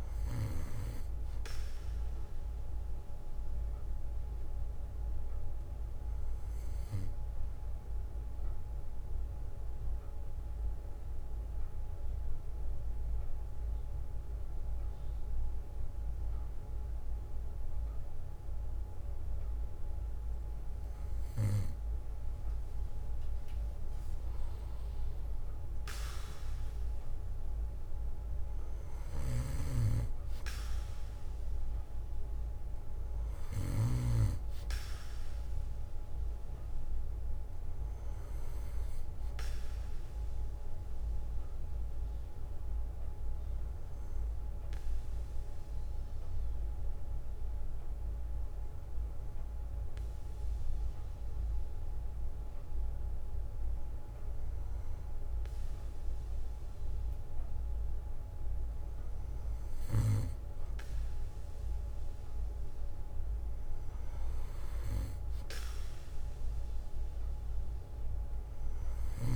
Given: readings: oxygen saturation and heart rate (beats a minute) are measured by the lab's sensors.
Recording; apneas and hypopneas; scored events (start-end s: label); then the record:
breathing in sleep by a room microphone; 2
1.00-3.00 s: bradycardia (device-marked, heart rate 61 before, 60 extreme)
4.00-9.00 s: bradycardia (device-marked, heart rate 61 before, 58 extreme)
8.00-21.00 s: hypopnea (oxygen 96% before, 94% lowest, heart rate 63 before, 54 extreme, up 13 after)
11.00-20.00 s: bradycardia (device-marked, heart rate 61 before, 54 extreme)
23.00-27.00 s: arousal
36.00-38.00 s: bradycardia (device-marked, heart rate 62 before, 58 extreme)
39.00-41.00 s: bradycardia (device-marked, heart rate 62 before, 58 extreme)
41.50-55.00 s: obstructive apnea (oxygen 96% before, 93% lowest, heart rate 62 before, 54 extreme, up 6 after)
42.00-45.00 s: bradycardia (device-marked, heart rate 62 before, 57 extreme)
46.00-57.00 s: bradycardia (device-marked, heart rate 62 before, 54 extreme)
57.50-61.00 s: arousal
From the record:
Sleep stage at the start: N2 (light sleep); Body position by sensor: on the back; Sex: male